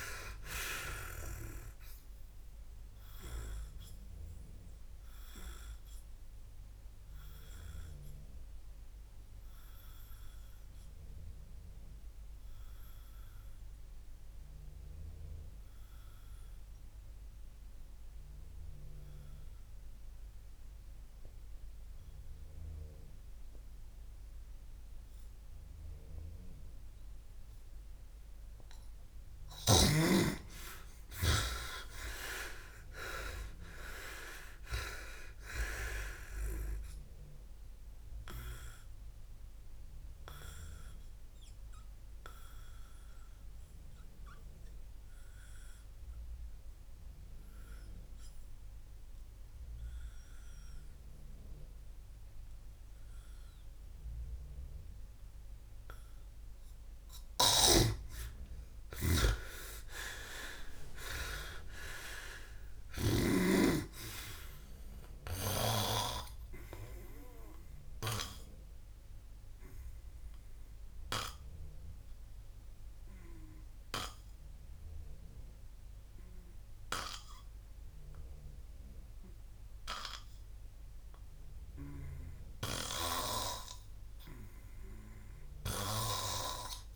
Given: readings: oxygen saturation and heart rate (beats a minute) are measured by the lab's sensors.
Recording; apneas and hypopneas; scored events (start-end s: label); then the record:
breathing in sleep by a room microphone; 3
4.50-29.50 s: obstructive apnea (oxygen 99% before, 87% lowest, heart rate 69 before, 55 extreme, up 35 after)
7.00-11.00 s: oxygen desaturation (device-marked, oxygen 99% before, 94% lowest, heart rate 69 before, 55 extreme)
25.00-32.00 s: oxygen desaturation (device-marked, oxygen 95% before, 92% lowest, heart rate 59 before, 59 extreme)
31.00-34.00 s: arousal
34.00-66.00 s: oxygen desaturation (device-marked, oxygen 98% before, 87% lowest, heart rate 60 before, 57 extreme)
38.00-56.50 s: obstructive apnea (oxygen 98% before, 87% lowest, heart rate 66 before, 57 extreme, up 20 after)
57.50-63.50 s: snoring (device-marked)
58.00-61.00 s: arousal
70.00-82.50 s: obstructive apnea (oxygen 91% before, 87% lowest, heart rate 69 before, 57 extreme, up 2 after)
85.00-86.96 s: arousal
From the record:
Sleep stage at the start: N2 (light sleep); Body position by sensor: on the back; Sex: male